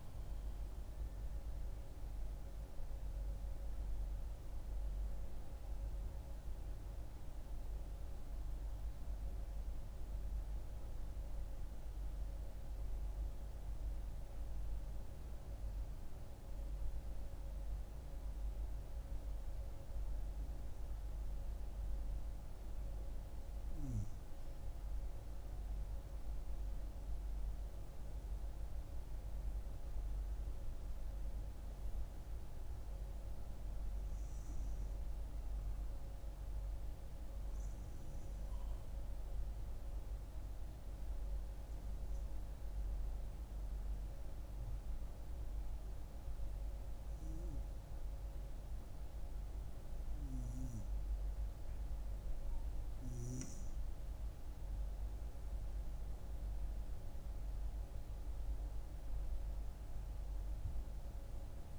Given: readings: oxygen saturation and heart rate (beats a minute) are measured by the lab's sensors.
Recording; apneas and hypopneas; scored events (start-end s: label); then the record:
breathing in sleep, hard to hear, by a room microphone; 2
3.00-12.00 s: oxygen desaturation (device-marked, oxygen 96% before, 93% lowest, heart rate 70 before, 66 extreme)
8.50-19.50 s: central apnea (oxygen 96% before, 92% lowest, heart rate 70 before, 66 extreme, up 1 after)
25.00-29.50 s: arousal
33.00-56.00 s: oxygen desaturation (device-marked, oxygen 97% before, 92% lowest, heart rate 67 before, 65 extreme)
37.50-53.50 s: hypopnea (oxygen 98% before, 92% lowest, heart rate 68 before, 65 extreme, up 4 after)
56.00-59.50 s: arousal
From the record:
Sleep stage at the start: N2 (light sleep); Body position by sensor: on the front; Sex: female